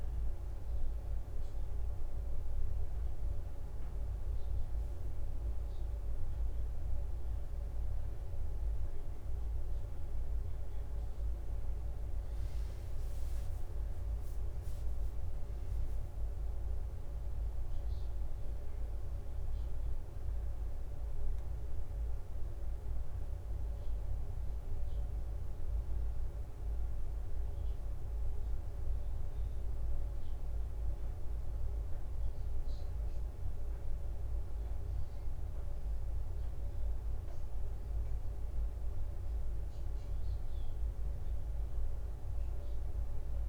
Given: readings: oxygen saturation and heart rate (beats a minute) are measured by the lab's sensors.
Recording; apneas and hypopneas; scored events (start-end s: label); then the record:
a person awake in a sleep study, hard to hear, by a room microphone; none
12.50-13.50 s: leg movement (device-marked)
From the record:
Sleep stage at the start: awake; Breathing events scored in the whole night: 116 in 6.0 hours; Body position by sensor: on the back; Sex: female